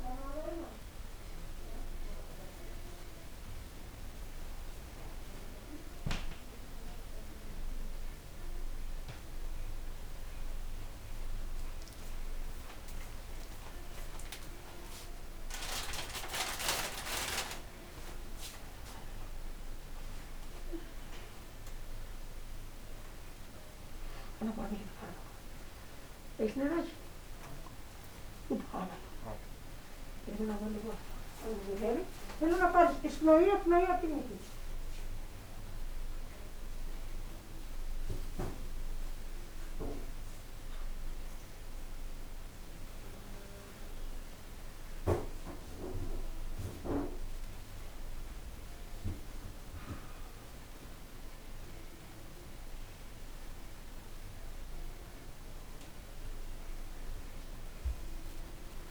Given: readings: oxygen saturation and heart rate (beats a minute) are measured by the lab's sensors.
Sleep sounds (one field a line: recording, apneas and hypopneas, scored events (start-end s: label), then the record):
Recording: a person awake in a sleep study, by a room microphone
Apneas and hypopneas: none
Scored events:
none scored
From the record:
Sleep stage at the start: awake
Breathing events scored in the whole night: 226 in 5.2 hours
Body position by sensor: upright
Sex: male